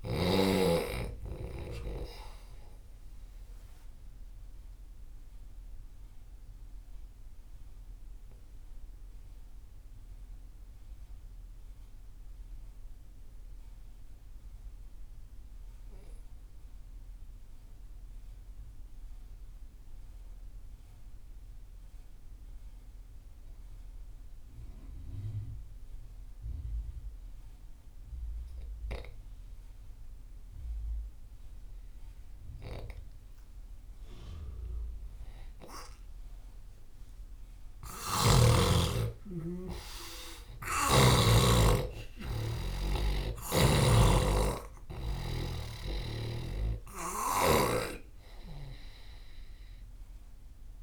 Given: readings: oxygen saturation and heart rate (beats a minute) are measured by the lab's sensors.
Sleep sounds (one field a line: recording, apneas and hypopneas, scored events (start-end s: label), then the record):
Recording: breathing in sleep by a room microphone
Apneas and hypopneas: 1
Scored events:
0.00-16.50 s: oxygen desaturation (device-marked, oxygen 85% lowest)
3.00-36.50 s: mixed apnea (oxygen 98% before, 85% lowest)
33.50-50.82 s: oxygen desaturation (device-marked, oxygen 98% before, 85% lowest)
37.50-41.00 s: snoring (device-marked)
39.00-44.00 s: arousal
43.00-47.50 s: snoring (device-marked)
From the record:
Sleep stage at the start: N2 (light sleep)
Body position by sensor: on the left side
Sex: male